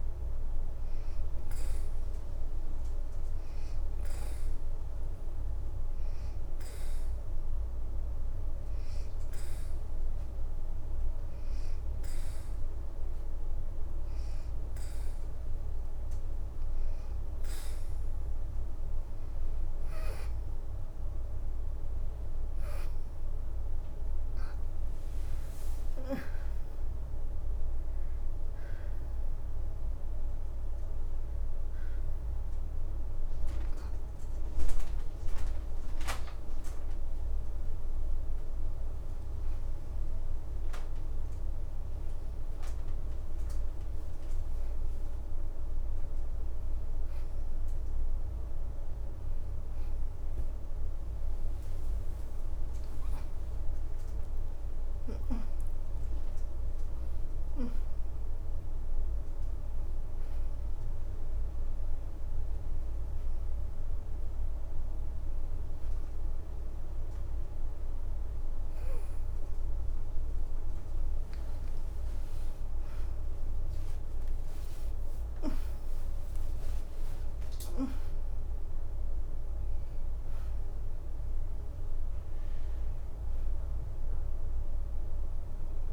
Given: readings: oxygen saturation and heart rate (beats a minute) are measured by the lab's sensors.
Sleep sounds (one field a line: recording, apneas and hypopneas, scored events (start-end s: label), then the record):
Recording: a person awake in a sleep study, hard to hear, by a room microphone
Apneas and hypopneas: 1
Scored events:
0.00-10.50 s: oxygen desaturation (device-marked, oxygen 88% lowest, heart rate 78 extreme)
4.50-16.50 s: hypopnea (oxygen 93% before, 87% lowest, heart rate 82 before, 80 extreme, up 8 after)
19.50-23.50 s: arousal
23.50-48.50 s: oxygen desaturation (device-marked, oxygen 91% before, 87% lowest, heart rate 82 before, 81 extreme)
25.00-27.00 s: leg movement (device-marked)
42.50-85.92 s: new sleep stage, awake
43.50-45.00 s: leg movement (device-marked)
51.00-54.00 s: leg movement (device-marked)
72.50-79.00 s: leg movement (device-marked)
From the record:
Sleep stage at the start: N2 (light sleep)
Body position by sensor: on the back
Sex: female